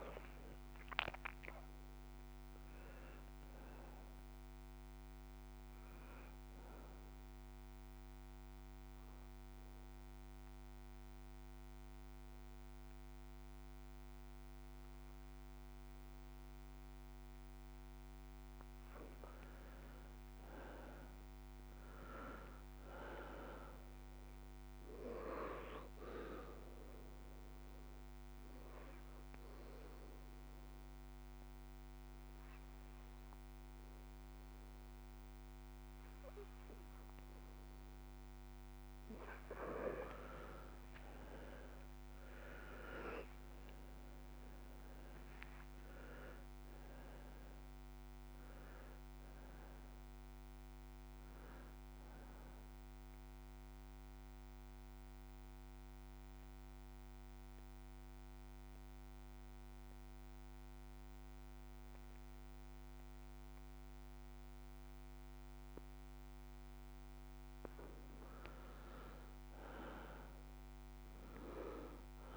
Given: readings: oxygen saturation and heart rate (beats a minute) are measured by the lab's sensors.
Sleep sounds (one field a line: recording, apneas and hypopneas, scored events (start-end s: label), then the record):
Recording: breathing in sleep by a microphone on the trachea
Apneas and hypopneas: 3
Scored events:
0.00-14.00 s: oxygen desaturation (device-marked, oxygen 83% lowest)
7.50-18.50 s: obstructive apnea (oxygen 96% before, 83% lowest, heart rate 51 before, 31 extreme)
20.00-23.50 s: arousal
26.00-37.00 s: oxygen desaturation (device-marked, oxygen 97% before, 85% lowest, heart rate 63 before, 38 extreme)
27.00-39.00 s: obstructive apnea (oxygen 97% before, 84% lowest, heart rate 65 before, 38 extreme)
40.50-45.50 s: arousal
46.00-70.00 s: oxygen desaturation (device-marked, oxygen 96% before, 84% lowest)
52.50-67.50 s: mixed apnea (oxygen 96% before, 84% lowest)
70.00-72.37 s: arousal
From the record:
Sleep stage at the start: N2 (light sleep)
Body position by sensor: on the left side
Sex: male